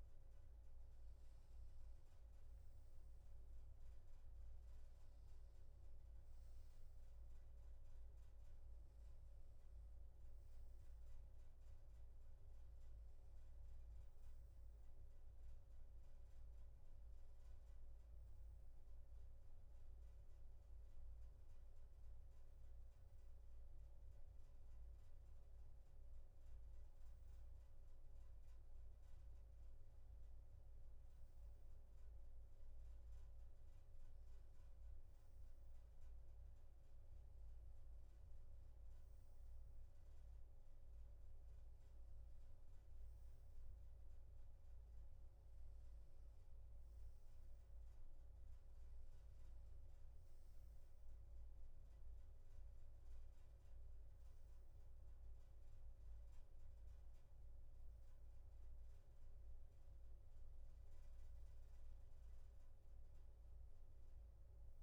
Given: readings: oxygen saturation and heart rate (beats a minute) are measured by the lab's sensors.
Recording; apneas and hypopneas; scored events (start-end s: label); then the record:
breathing in sleep, hard to hear, by a room microphone; none
33.00-64.82 s: new sleep stage, N3 (deep sleep)
From the record:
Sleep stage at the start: N2 (light sleep); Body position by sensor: on the back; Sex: male